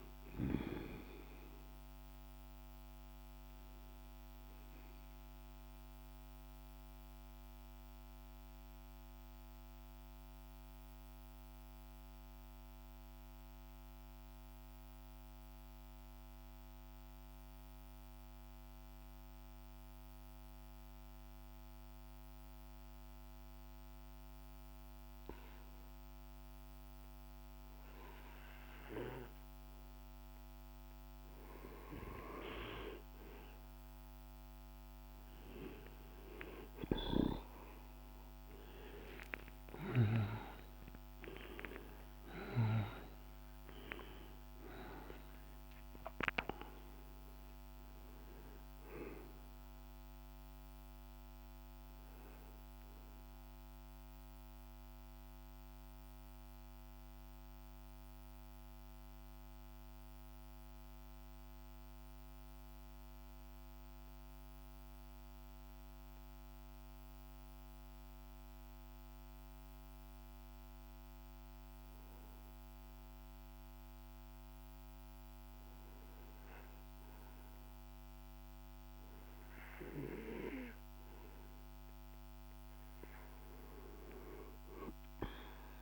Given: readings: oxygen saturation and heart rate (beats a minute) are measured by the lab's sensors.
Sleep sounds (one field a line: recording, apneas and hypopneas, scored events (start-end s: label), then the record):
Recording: breathing in sleep by a microphone on the trachea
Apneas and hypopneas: 2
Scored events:
0.00-12.00 s: oxygen desaturation (device-marked, oxygen 88% lowest, heart rate 45 extreme)
4.00-30.00 s: mixed apnea (oxygen 99% before, 88% lowest, heart rate 56 before, 45 extreme, up 4 after)
27.00-65.00 s: oxygen desaturation (device-marked, oxygen 99% before, 90% lowest, heart rate 47 before, 46 extreme)
37.00-42.00 s: arousal
52.00-81.00 s: mixed apnea (oxygen 99% before, 90% lowest, heart rate 55 before, 46 extreme, up 4 after)
76.00-85.82 s: oxygen desaturation (device-marked, oxygen 100% before, 91% lowest, heart rate 48 before, 45 extreme)
84.00-85.82 s: arousal
From the record:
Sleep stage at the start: N2 (light sleep)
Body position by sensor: on the back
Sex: male